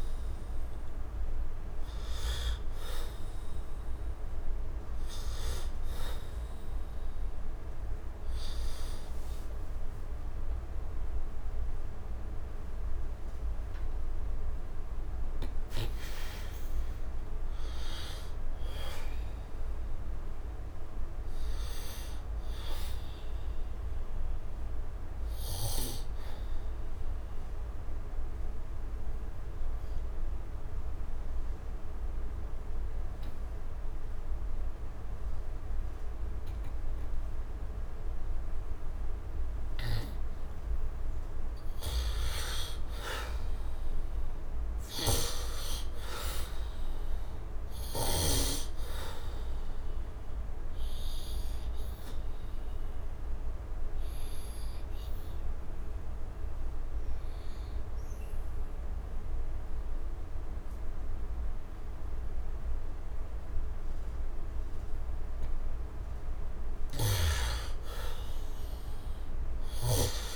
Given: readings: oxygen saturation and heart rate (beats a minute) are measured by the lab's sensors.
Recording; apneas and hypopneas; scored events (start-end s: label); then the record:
breathing in sleep by a room microphone; 2
0.00-15.50 s: oxygen desaturation (device-marked, oxygen 72% lowest, heart rate 67 extreme)
14.50-19.50 s: arousal
24.50-39.50 s: obstructive apnea (oxygen 99% before, 86% lowest, heart rate 80 before, 67 extreme, up 11 after)
40.50-44.50 s: arousal
42.50-61.50 s: oxygen desaturation (device-marked, oxygen 97% before, 86% lowest, heart rate 73 before, 68 extreme)
48.00-64.00 s: obstructive apnea (oxygen 99% before, 74% lowest, heart rate 72 before, 68 extreme, up 12 after)
65.50-69.50 s: arousal
From the record:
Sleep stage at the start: N2 (light sleep); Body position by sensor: on the back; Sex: male